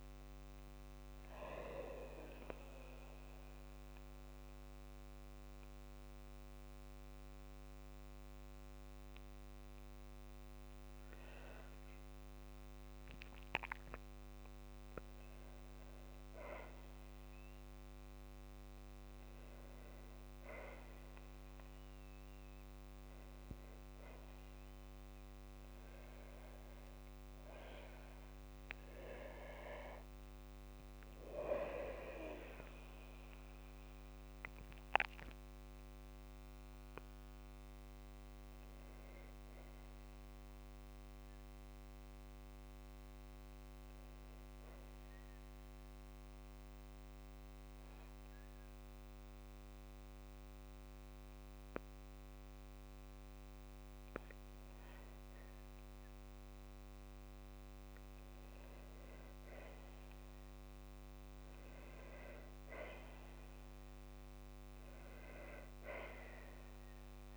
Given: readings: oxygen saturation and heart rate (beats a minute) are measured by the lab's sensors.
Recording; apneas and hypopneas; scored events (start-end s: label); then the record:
breathing in sleep by a microphone on the trachea; 1
1.00-3.00 s: long interval between heartbeats (device-marked, heart rate 77 before, 78 extreme)
8.50-10.50 s: long interval between heartbeats (device-marked, heart rate 83 before, 66 extreme)
21.00-23.00 s: long interval between heartbeats (device-marked, heart rate 75 before, 66 extreme)
28.50-32.50 s: arousal
45.50-58.00 s: hypopnea (oxygen 98% before, 96% lowest, heart rate 60 before, 55 extreme, up 3 after)
59.50-63.50 s: arousal
From the record:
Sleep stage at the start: N2 (light sleep); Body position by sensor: on the back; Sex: female